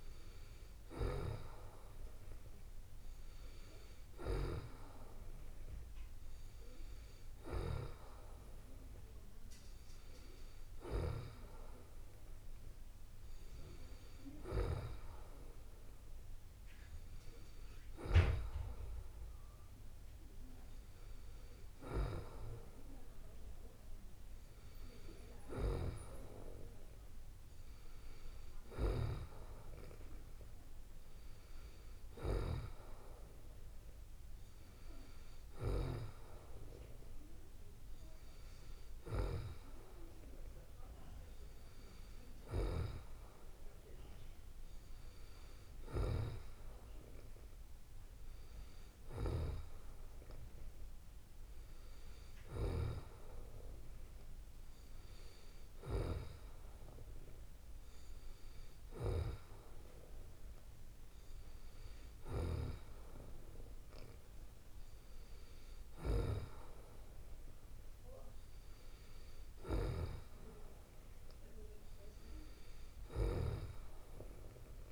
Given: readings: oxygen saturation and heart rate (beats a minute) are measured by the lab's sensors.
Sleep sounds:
a person partly awake in a sleep study, by a room microphone; none
30.00-74.92 s: new sleep stage, N2 (light sleep)
From the record:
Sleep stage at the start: awake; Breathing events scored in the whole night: 25 in 6.3 hours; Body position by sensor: on the back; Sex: female

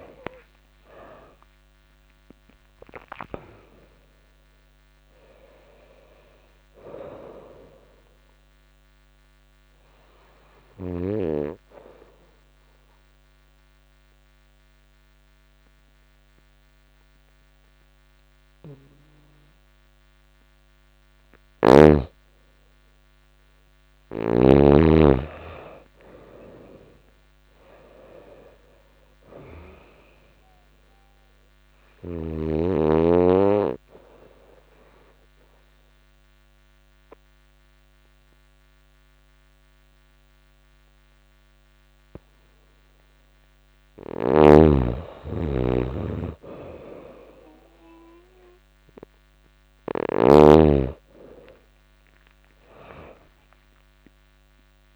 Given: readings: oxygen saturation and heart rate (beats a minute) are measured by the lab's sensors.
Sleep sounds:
breathing in sleep by a microphone on the trachea; 2
0.00-2.50 s: arousal
11.50-21.50 s: obstructive apnea (oxygen 97% before, 91% lowest, heart rate 99 before, 87 extreme, up 2 after)
20.50-24.00 s: snoring (device-marked)
22.50-26.50 s: arousal
29.50-45.50 s: oxygen desaturation (device-marked, oxygen 97% before, 91% lowest, heart rate 89 before, 87 extreme)
31.50-43.00 s: obstructive apnea (oxygen 97% before, 91% lowest, heart rate 89 before, 87 extreme, up 2 after)
43.50-50.00 s: snoring (device-marked)
47.50-52.50 s: arousal
51.50-54.96 s: oxygen desaturation (device-marked, oxygen 97% before, 94% lowest, heart rate 89 before, 88 extreme)
From the record:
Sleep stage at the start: N2 (light sleep); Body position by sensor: on the back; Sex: female

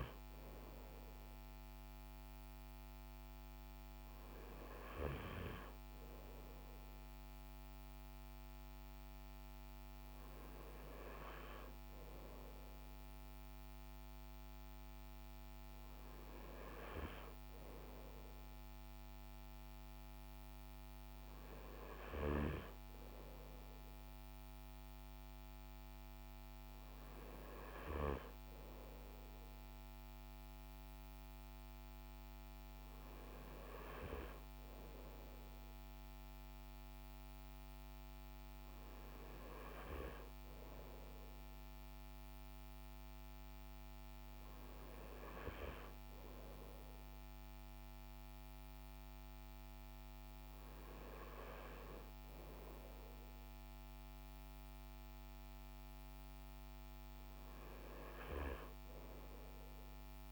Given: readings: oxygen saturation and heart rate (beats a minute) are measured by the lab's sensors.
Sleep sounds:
breathing in sleep by a microphone on the trachea; none
none scored
From the record:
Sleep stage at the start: N2 (light sleep); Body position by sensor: on the front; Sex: male

